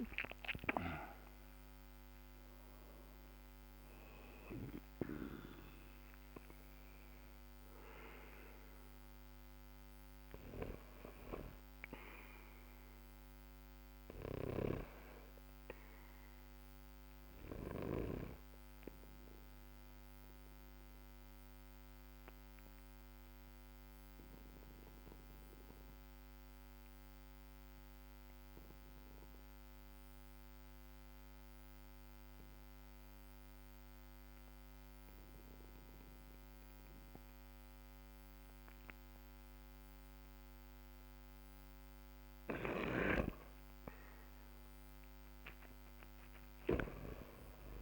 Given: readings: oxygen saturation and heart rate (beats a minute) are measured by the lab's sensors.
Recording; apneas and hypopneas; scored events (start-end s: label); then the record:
breathing in sleep by a microphone on the trachea; 1
0.00-31.00 s: oxygen desaturation (device-marked, oxygen 90% lowest, heart rate 44 extreme)
14.00-17.50 s: snoring (device-marked)
19.50-42.50 s: mixed apnea (oxygen 98% before, 90% lowest, heart rate 55 before, 45 extreme, up 19 after)
42.50-46.50 s: snoring (device-marked)
44.00-47.50 s: arousal
From the record:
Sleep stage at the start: N2 (light sleep); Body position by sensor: on the back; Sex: male